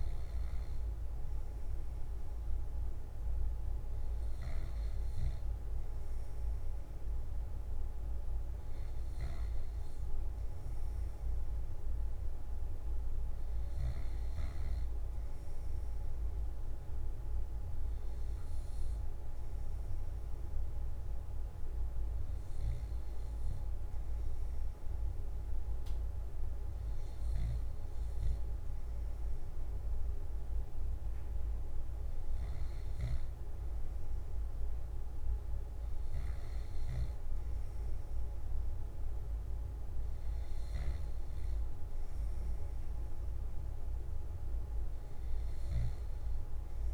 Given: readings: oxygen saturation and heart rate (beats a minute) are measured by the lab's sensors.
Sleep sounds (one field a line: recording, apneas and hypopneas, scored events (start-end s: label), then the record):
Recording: breathing in sleep, hard to hear, by a room microphone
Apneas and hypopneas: none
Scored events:
none scored
From the record:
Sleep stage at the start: N2 (light sleep)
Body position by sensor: on the back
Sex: male